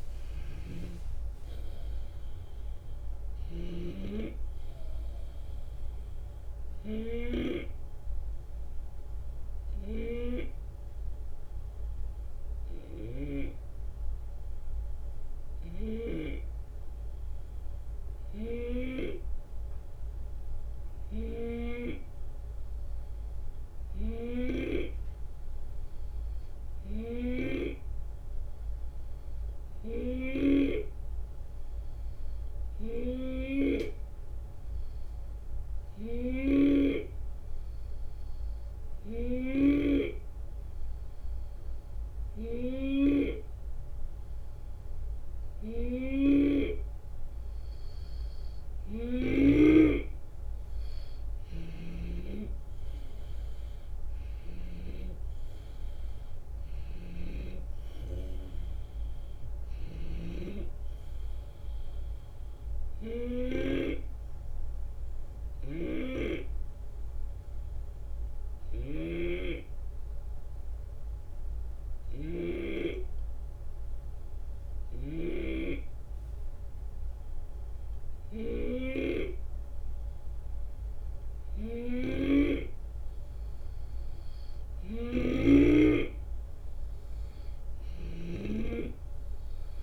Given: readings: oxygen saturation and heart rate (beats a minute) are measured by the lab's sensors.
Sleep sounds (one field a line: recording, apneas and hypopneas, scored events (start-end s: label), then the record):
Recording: breathing in sleep by a room microphone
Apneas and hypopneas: 2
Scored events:
0.00-5.00 s: oxygen desaturation (device-marked, oxygen 87% lowest, heart rate 69 extreme)
0.00-7.50 s: snoring (device-marked)
0.00-10.00 s: drop in pulse transit time (device-marked, heart rate 76 extreme)
8.00-46.50 s: hypopnea (oxygen 92% before, 88% lowest, heart rate 80 before, 69 extreme, up 5 after)
30.00-40.00 s: snoring (device-marked)
46.00-49.50 s: snoring (device-marked)
50.50-55.00 s: arousal
51.50-55.00 s: snoring (device-marked)
52.00-64.00 s: drop in pulse transit time (device-marked, heart rate 73 before, 75 extreme)
63.50-83.50 s: hypopnea (oxygen 92% before, 88% lowest, heart rate 75 before, 69 extreme, up 9 after)
68.50-72.50 s: snoring (device-marked)
84.50-88.50 s: snoring (device-marked)
86.50-89.50 s: arousal
From the record:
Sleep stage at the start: N2 (light sleep)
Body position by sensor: on the left side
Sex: male